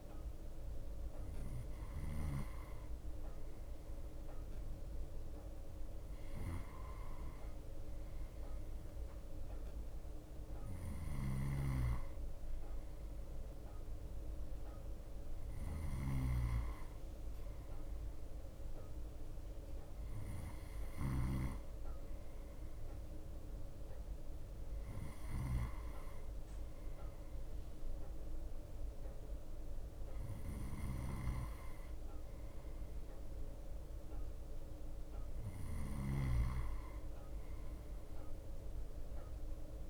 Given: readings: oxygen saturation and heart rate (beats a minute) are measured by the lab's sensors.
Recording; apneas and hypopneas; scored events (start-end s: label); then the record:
breathing in sleep by a room microphone; none
0.00-39.90 s: bradycardia (device-marked, heart rate 54 extreme)
11.00-39.90 s: snoring (device-marked)
From the record:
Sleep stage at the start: N2 (light sleep); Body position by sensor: on the right side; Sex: male